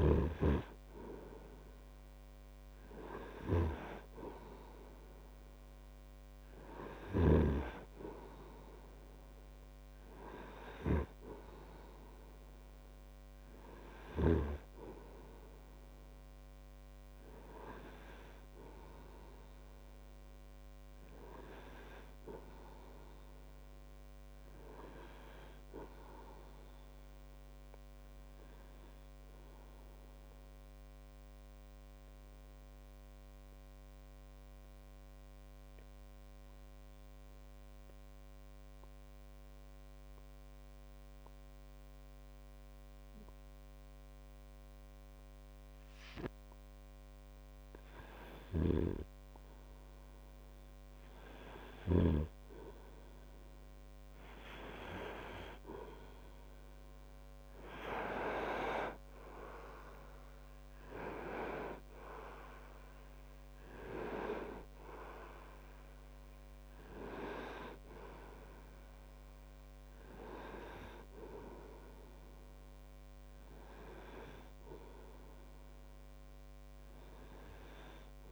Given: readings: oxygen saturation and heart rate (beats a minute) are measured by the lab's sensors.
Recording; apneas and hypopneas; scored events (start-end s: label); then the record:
breathing in sleep by a microphone on the trachea; 1
29.50-48.00 s: obstructive apnea (oxygen 98% before, 93% lowest)
32.50-78.32 s: new sleep stage, REM sleep
48.50-52.50 s: snoring (device-marked)
51.50-55.50 s: arousal
57.50-78.32 s: oxygen desaturation (device-marked, oxygen 98% before, 93% lowest)
From the record:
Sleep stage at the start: N2 (light sleep); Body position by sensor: on the right side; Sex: male